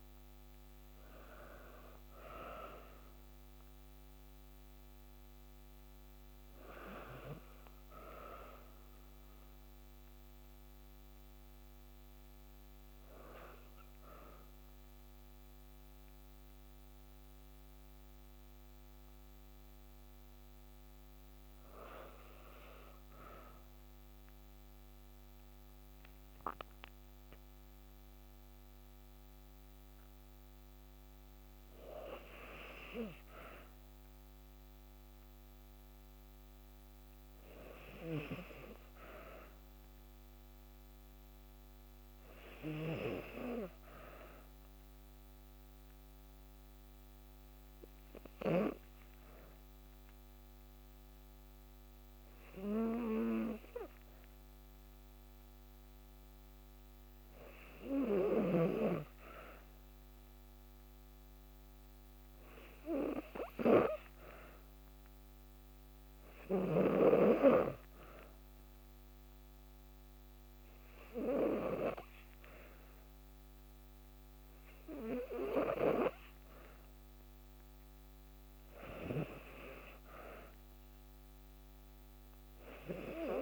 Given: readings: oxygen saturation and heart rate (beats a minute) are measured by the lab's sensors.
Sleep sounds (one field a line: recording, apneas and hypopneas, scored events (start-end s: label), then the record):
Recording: breathing in sleep by a microphone on the trachea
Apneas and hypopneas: 1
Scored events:
38.50-42.00 s: arousal
45.00-57.50 s: hypopnea (oxygen 97% before, 94% lowest, heart rate 55 before, 56 extreme, up 0 after)
59.00-63.50 s: arousal
From the record:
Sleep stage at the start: N2 (light sleep)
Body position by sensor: on the back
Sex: female